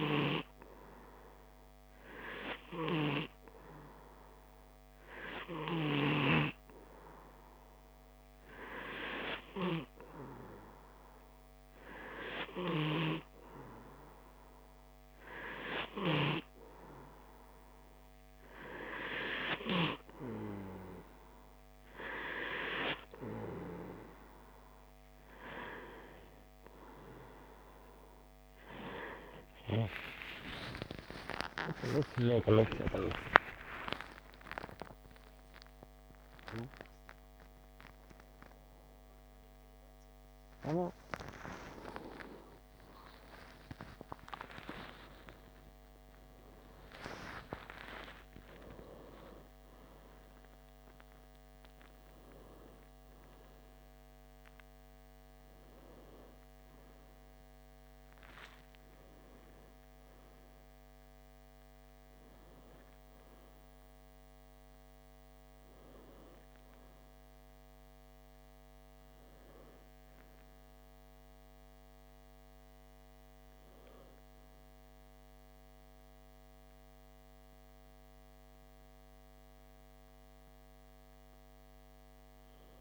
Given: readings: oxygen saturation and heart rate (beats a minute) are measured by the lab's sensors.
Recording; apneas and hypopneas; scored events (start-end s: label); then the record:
breathing in sleep by a microphone on the trachea; none
29.50-36.00 s: arousal
42.50-82.81 s: new sleep stage, N1 (lightest sleep)
From the record:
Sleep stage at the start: N2 (light sleep); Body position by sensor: on the back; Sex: male